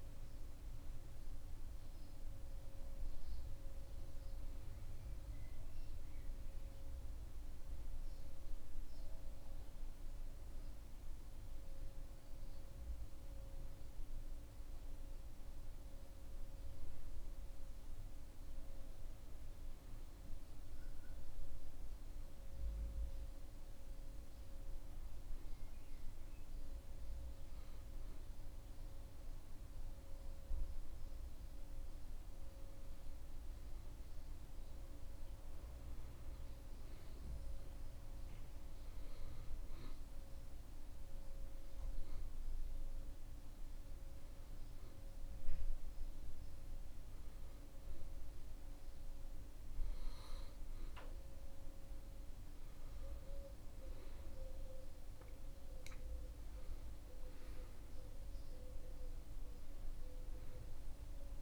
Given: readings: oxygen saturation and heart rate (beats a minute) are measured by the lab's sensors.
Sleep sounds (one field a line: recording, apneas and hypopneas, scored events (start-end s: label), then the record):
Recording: breathing in sleep, hard to hear, by a room microphone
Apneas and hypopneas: 2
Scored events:
20.00-30.00 s: hypopnea (oxygen 98% before, 93% lowest, heart rate 89 before, 69 extreme, up 11 after)
32.00-35.50 s: arousal
39.00-50.00 s: hypopnea (oxygen 97% before, 93% lowest, heart rate 78 before, 90 extreme, up 12 after)
52.50-56.50 s: arousal
From the record:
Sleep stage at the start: N2 (light sleep)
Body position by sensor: on the back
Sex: male